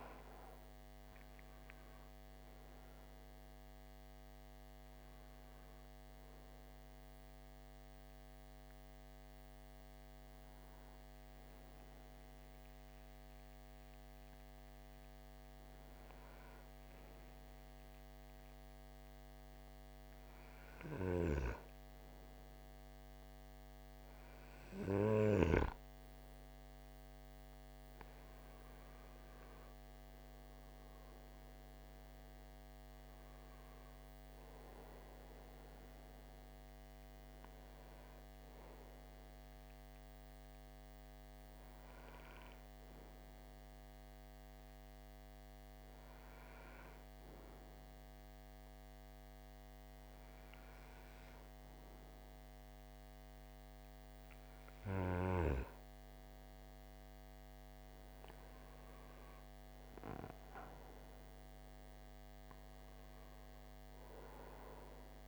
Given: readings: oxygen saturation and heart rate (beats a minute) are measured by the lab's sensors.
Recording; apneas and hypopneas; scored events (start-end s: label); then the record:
breathing in sleep by a microphone on the trachea; 2
0.00-16.50 s: oxygen desaturation (device-marked, oxygen 88% lowest, heart rate 44 extreme)
18.00-28.00 s: hypopnea (oxygen 97% before, 91% lowest, heart rate 54 before, 52 extreme, up 10 after)
30.00-34.50 s: arousal
32.50-56.50 s: oxygen desaturation (device-marked, oxygen 97% before, 91% lowest, heart rate 55 before, 51 extreme)
44.00-56.00 s: hypopnea (oxygen 97% before, 91% lowest, heart rate 58 before, 51 extreme, up 7 after)
57.50-62.00 s: arousal
From the record:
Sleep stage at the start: N2 (light sleep); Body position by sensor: on the right side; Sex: male